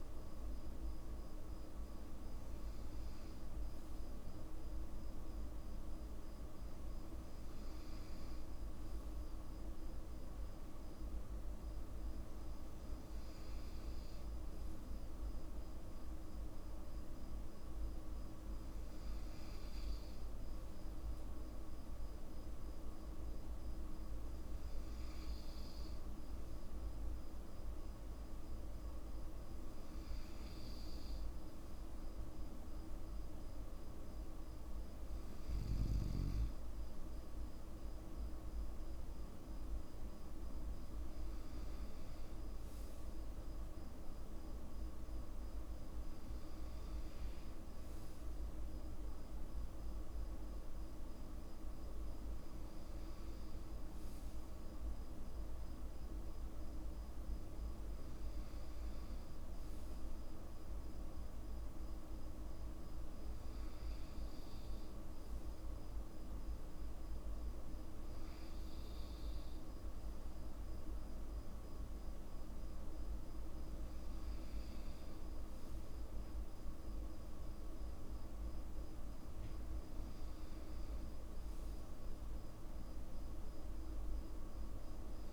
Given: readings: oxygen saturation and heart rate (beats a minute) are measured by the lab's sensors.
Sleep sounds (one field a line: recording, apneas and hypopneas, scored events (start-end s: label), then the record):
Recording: breathing in sleep, hard to hear, by a room microphone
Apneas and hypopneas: none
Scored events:
none scored
From the record:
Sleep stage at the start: N2 (light sleep)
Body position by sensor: on the back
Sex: male